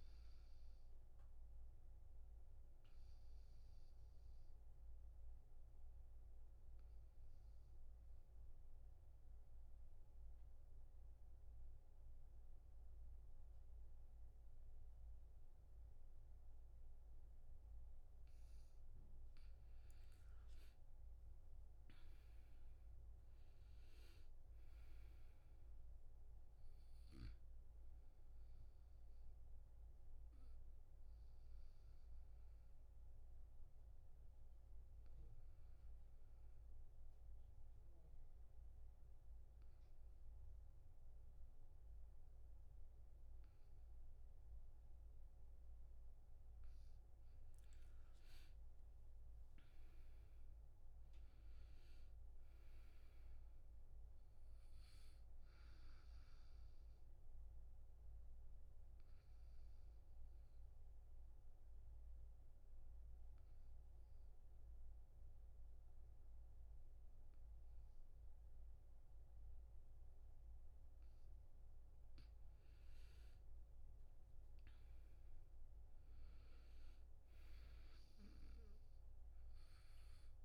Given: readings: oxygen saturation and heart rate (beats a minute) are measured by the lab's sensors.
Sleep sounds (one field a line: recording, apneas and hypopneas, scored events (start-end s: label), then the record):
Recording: breathing in sleep, hard to hear, by a room microphone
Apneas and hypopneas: 3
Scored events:
0.00-12.00 s: oxygen desaturation (device-marked, oxygen 86% lowest, heart rate 74 extreme)
0.50-18.00 s: obstructive apnea (oxygen 99% before, 85% lowest, heart rate 78 before, 74 extreme, up 10 after)
20.50-23.50 s: arousal
22.00-40.00 s: oxygen desaturation (device-marked, oxygen 99% before, 86% lowest, heart rate 77 before, 73 extreme)
29.50-45.50 s: obstructive apnea (oxygen 99% before, 85% lowest, heart rate 78 before, 73 extreme, up 8 after)
48.00-51.50 s: arousal
50.00-67.00 s: oxygen desaturation (device-marked, oxygen 99% before, 85% lowest, heart rate 77 before, 72 extreme)
57.00-71.00 s: obstructive apnea (oxygen 99% before, 85% lowest, heart rate 78 before, 72 extreme, up 4 after)
69.00-80.45 s: oxygen desaturation (device-marked, oxygen 99% before, 88% lowest, heart rate 79 before, 72 extreme)
74.00-77.00 s: arousal
From the record:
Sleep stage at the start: N2 (light sleep)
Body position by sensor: on the back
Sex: male